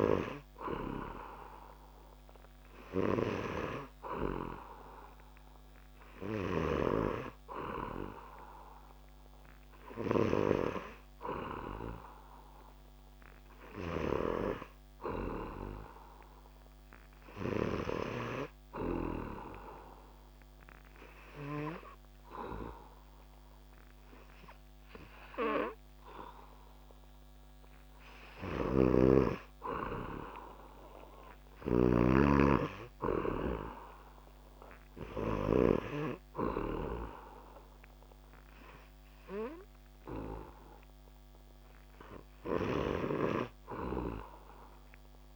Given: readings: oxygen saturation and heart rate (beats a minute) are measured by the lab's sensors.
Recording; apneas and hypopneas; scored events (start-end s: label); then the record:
breathing in sleep by a microphone on the trachea; 1
10.00-13.00 s: arousal
16.50-27.50 s: hypopnea (oxygen 98% before, 96% lowest)
28.00-31.50 s: snoring (device-marked)
29.00-32.00 s: arousal
From the record:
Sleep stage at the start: N2 (light sleep); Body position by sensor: on the back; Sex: male